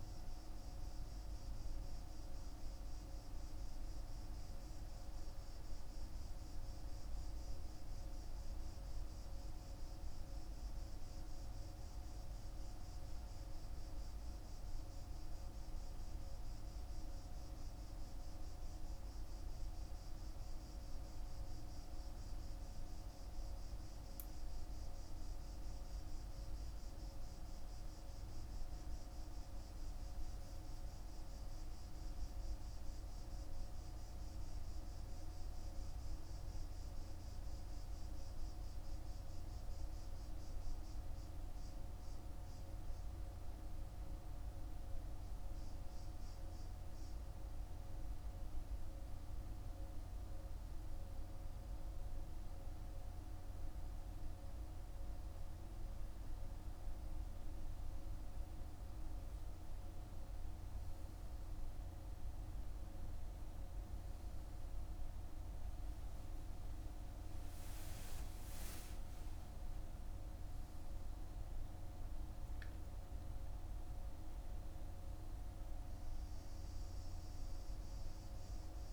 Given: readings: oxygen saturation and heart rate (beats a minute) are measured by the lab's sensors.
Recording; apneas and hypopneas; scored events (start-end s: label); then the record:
breathing in sleep, hard to hear, by a room microphone; 1
36.00-54.00 s: hypopnea (oxygen 96% before, 94% lowest, heart rate 52 before, 49 extreme, up 7 after)
59.00-62.50 s: arousal
70.50-78.93 s: new sleep stage, N1 (lightest sleep)
From the record:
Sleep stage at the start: N2 (light sleep); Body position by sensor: on the back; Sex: male